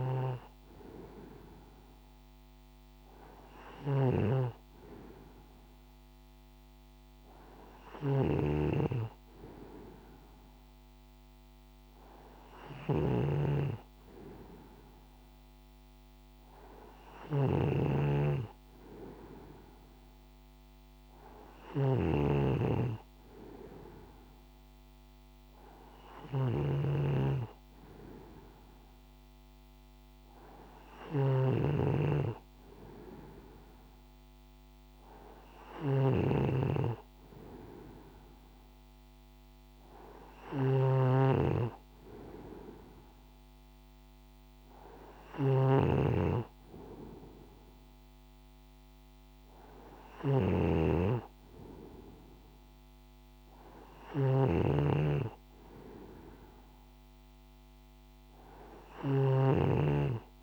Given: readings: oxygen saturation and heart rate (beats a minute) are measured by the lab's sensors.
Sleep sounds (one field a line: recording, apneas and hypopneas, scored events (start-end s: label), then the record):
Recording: breathing in sleep by a microphone on the trachea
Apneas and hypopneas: none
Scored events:
0.00-60.43 s: snoring (device-marked)
From the record:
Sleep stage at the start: N2 (light sleep)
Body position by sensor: on the right side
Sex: male